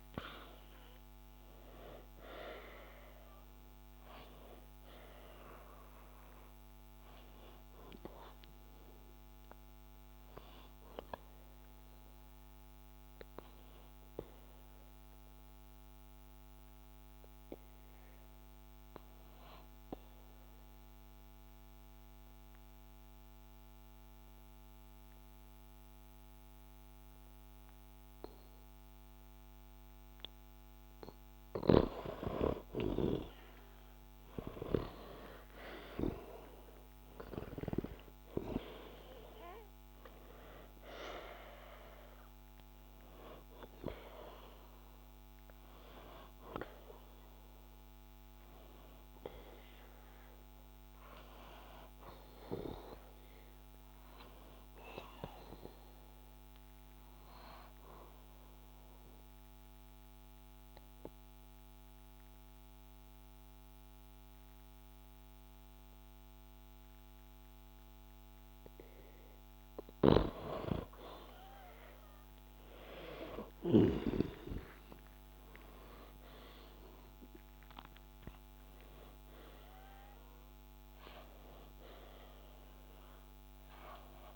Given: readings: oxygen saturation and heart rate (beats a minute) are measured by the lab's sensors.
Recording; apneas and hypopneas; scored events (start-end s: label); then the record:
breathing in sleep by a microphone on the trachea; 2
2.50-14.50 s: oxygen desaturation (device-marked, oxygen 95% before, 92% lowest, heart rate 62 before, 59 extreme)
13.50-30.50 s: obstructive apnea (oxygen 95% before, 92% lowest, heart rate 64 before, 59 extreme, up 2 after)
34.00-40.50 s: arousal
49.50-62.50 s: oxygen desaturation (device-marked, oxygen 98% before, 92% lowest, heart rate 63 before, 60 extreme)
54.50-69.50 s: obstructive apnea (oxygen 98% before, 92% lowest, heart rate 64 before, 60 extreme, up 0 after)
73.50-78.00 s: arousal
80.50-84.36 s: oxygen desaturation (device-marked, oxygen 98% before, 93% lowest, heart rate 63 before, 60 extreme)
From the record:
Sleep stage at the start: N2 (light sleep); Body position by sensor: on the back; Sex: male